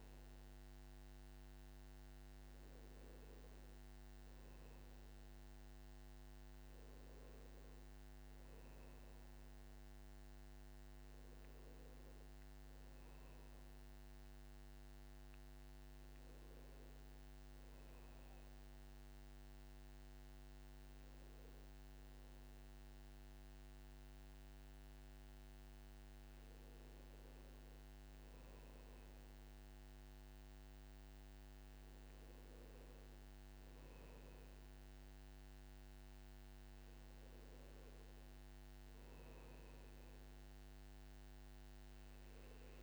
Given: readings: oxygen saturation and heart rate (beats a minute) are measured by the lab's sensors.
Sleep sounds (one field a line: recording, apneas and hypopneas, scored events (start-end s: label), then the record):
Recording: breathing in sleep, hard to hear, by a microphone on the trachea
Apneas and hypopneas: none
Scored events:
none scored
From the record:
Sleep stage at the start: N2 (light sleep)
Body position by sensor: on the back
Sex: male